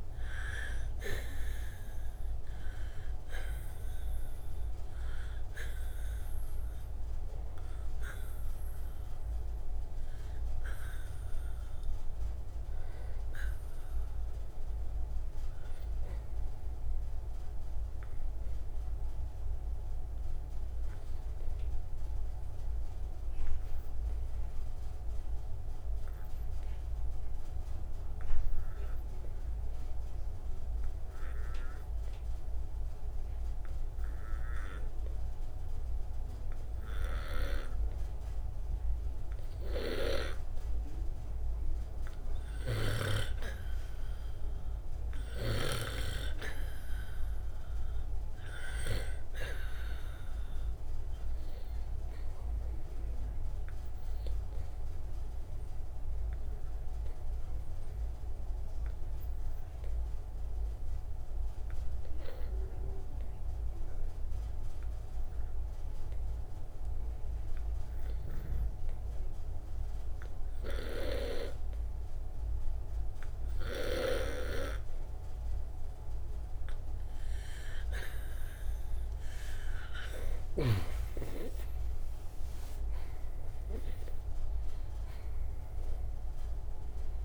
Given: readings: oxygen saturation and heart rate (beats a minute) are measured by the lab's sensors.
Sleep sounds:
breathing in sleep by a room microphone; 2
0.00-34.00 s: oxygen desaturation (device-marked, oxygen 87% lowest)
19.50-41.00 s: obstructive apnea (oxygen 96% before, 84% lowest)
43.50-47.00 s: arousal
47.00-81.00 s: oxygen desaturation (device-marked, oxygen 97% before, 84% lowest)
55.50-75.00 s: obstructive apnea (oxygen 97% before, 84% lowest)
82.50-87.00 s: arousal
From the record:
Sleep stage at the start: N2 (light sleep); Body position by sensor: on the right side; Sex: male

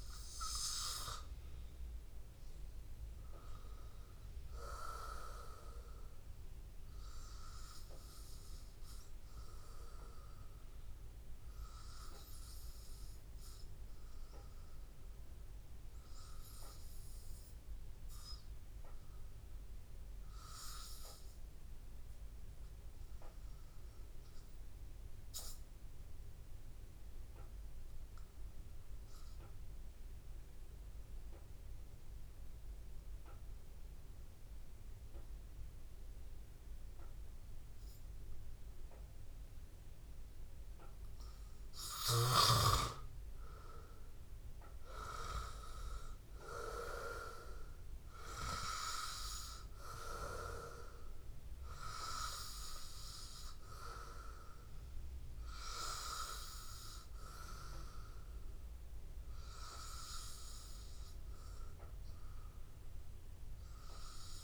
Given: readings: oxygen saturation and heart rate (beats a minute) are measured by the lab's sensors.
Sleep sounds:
breathing in sleep by a room microphone; 1
0.00-9.50 s: oxygen desaturation (device-marked, oxygen 93% lowest, heart rate 83 extreme)
14.50-37.00 s: hypopnea (oxygen 98% before, 91% lowest, heart rate 85 before, 83 extreme, up 0 after)
28.50-64.44 s: oxygen desaturation (device-marked, oxygen 97% before, 91% lowest, heart rate 84 before, 82 extreme)
42.00-46.00 s: arousal
From the record:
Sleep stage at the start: N2 (light sleep); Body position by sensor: on the back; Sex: male

